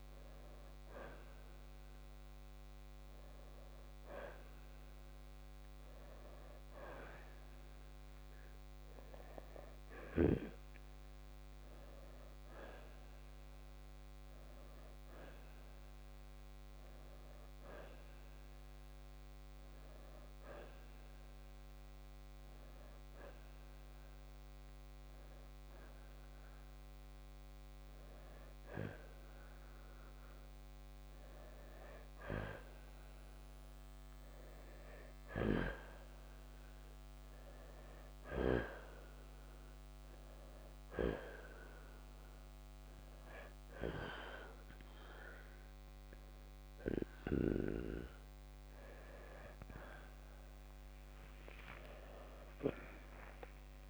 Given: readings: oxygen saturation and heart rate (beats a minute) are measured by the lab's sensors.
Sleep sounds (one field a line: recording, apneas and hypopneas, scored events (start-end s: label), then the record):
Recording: breathing in sleep by a microphone on the trachea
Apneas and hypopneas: none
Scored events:
13.00-17.00 s: arousal
From the record:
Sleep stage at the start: N2 (light sleep)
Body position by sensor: on the right side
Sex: male